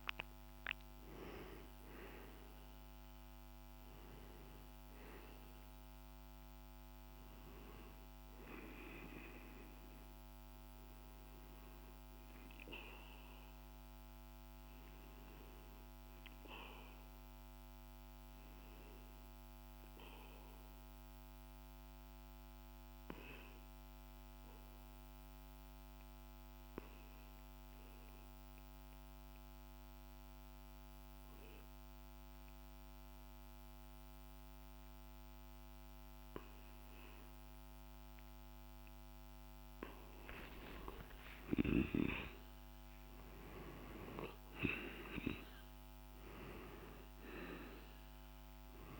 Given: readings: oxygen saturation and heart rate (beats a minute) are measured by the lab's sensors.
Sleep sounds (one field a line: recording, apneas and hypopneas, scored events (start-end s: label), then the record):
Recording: breathing in sleep by a microphone on the trachea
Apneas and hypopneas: 1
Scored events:
0.00-18.00 s: oxygen desaturation (device-marked, oxygen 92% lowest, heart rate 50 extreme)
19.50-37.50 s: obstructive apnea (oxygen 98% before, 91% lowest, heart rate 59 before, 50 extreme, up 4 after)
37.00-49.00 s: oxygen desaturation (device-marked, oxygen 99% before, 91% lowest, heart rate 52 before, 48 extreme)
39.50-44.00 s: arousal
From the record:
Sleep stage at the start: REM sleep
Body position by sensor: on the back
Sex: male